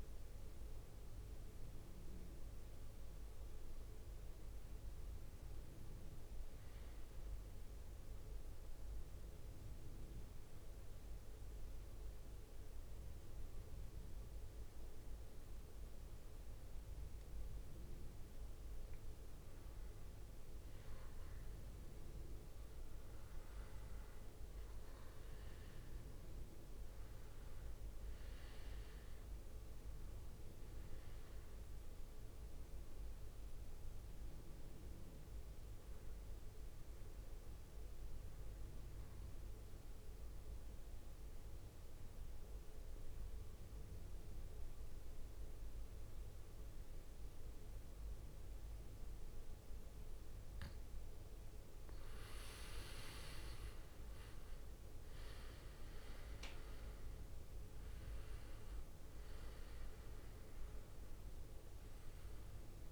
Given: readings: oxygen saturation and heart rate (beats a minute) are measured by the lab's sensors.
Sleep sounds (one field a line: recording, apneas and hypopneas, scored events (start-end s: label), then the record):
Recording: breathing in sleep, hard to hear, by a room microphone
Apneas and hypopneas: 2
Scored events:
8.00-19.00 s: central apnea (oxygen 98% before, 91% lowest, heart rate 65 before, 57 extreme, up 11 after)
22.50-27.50 s: arousal
39.00-51.00 s: mixed apnea (oxygen 98% before, 91% lowest, heart rate 65 before, 58 extreme, up 9 after)
50.50-62.92 s: oxygen desaturation (device-marked, oxygen 97% before, 91% lowest, heart rate 64 before, 56 extreme)
53.50-57.50 s: arousal
From the record:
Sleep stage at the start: N2 (light sleep)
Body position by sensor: on the back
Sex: male